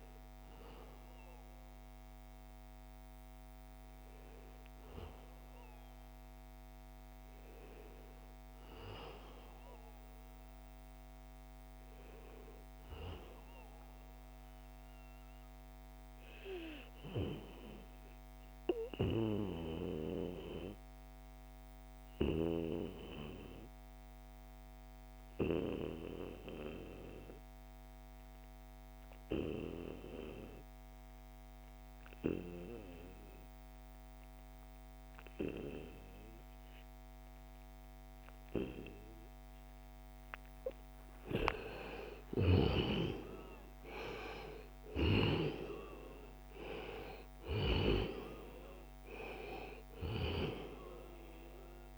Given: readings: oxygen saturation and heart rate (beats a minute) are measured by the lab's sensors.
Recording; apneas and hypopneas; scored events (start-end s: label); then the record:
breathing in sleep by a microphone on the trachea; 1
8.50-12.00 s: arousal
15.50-38.50 s: obstructive apnea (oxygen 98% before, 90% lowest, heart rate 77 before, 63 extreme, up 10 after)
32.00-51.98 s: oxygen desaturation (device-marked, oxygen 96% before, 90% lowest, heart rate 72 before, 62 extreme)
40.00-44.50 s: arousal
From the record:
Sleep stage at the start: N2 (light sleep); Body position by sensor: on the back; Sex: male